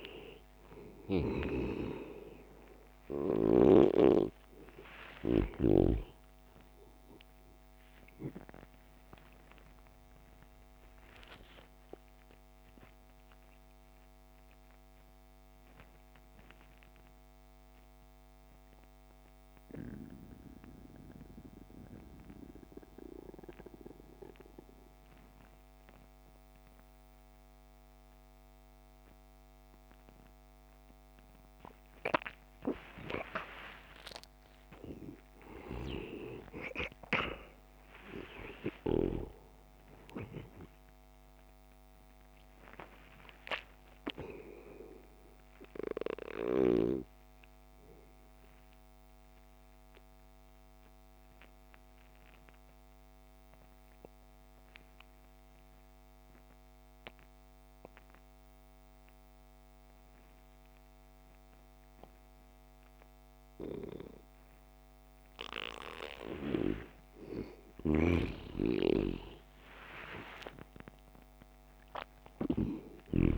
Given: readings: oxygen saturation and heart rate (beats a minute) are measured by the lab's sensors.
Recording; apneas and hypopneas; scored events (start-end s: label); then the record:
breathing in sleep by a microphone on the trachea; 2
0.00-2.00 s: snoring (device-marked)
0.00-18.00 s: oxygen desaturation (device-marked, oxygen 92% lowest)
11.00-35.00 s: obstructive apnea (oxygen 99% before, 88% lowest)
35.50-39.00 s: arousal
36.00-57.00 s: oxygen desaturation (device-marked, oxygen 99% before, 92% lowest)
47.00-66.00 s: obstructive apnea (oxygen 99% before, 85% lowest)
67.00-71.00 s: arousal
68.50-73.00 s: snoring (device-marked)
71.00-73.38 s: oxygen desaturation (device-marked, oxygen 99% before, 88% lowest)
From the record:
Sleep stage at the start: N2 (light sleep); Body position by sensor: on the back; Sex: male